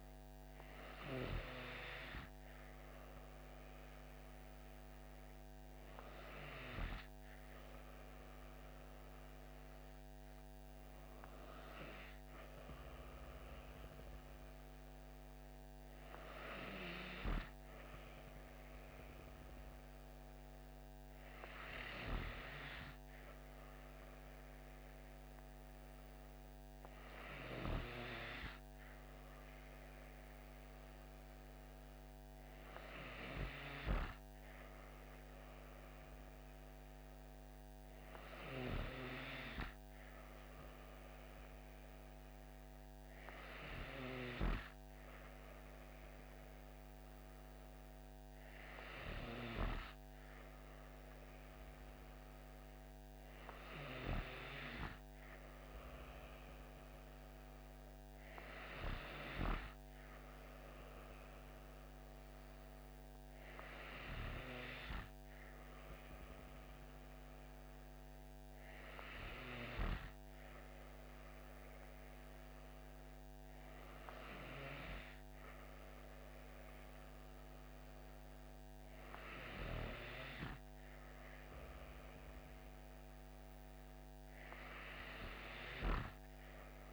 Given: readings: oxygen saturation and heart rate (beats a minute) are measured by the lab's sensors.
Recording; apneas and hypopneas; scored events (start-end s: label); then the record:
breathing in sleep by a microphone on the trachea; none
2.50-62.50 s: new sleep stage, N2 (light sleep)
62.50-86.93 s: new sleep stage, N3 (deep sleep)
From the record:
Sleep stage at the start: N3 (deep sleep); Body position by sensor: on the back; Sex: female